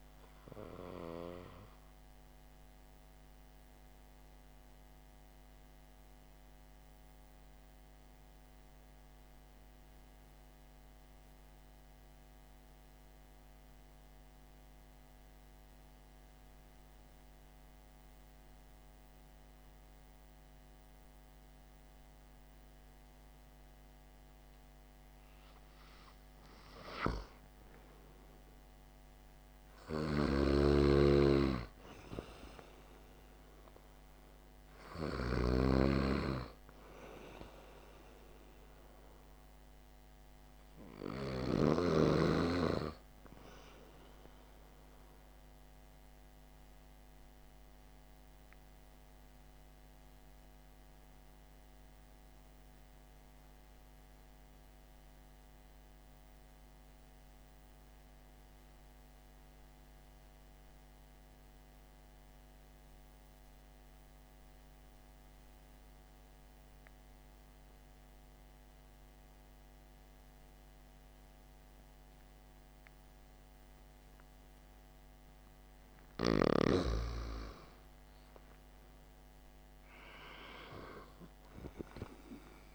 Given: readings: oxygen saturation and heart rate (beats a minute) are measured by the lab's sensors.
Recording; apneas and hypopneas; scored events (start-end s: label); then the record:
breathing in sleep by a microphone on the trachea; 2
2.50-24.50 s: hypopnea (oxygen 97% before, 94% lowest, heart rate 57 before, 51 extreme, up 10 after)
27.00-31.50 s: arousal
28.50-35.50 s: oxygen desaturation (device-marked, oxygen 97% before, 94% lowest, heart rate 55 before, 49 extreme)
30.00-35.50 s: snoring (device-marked)
47.00-74.00 s: obstructive apnea (oxygen 97% before, 93% lowest, heart rate 58 before, 48 extreme, up 3 after)
78.00-81.50 s: arousal
From the record:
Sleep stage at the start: N2 (light sleep); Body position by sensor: on the back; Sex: male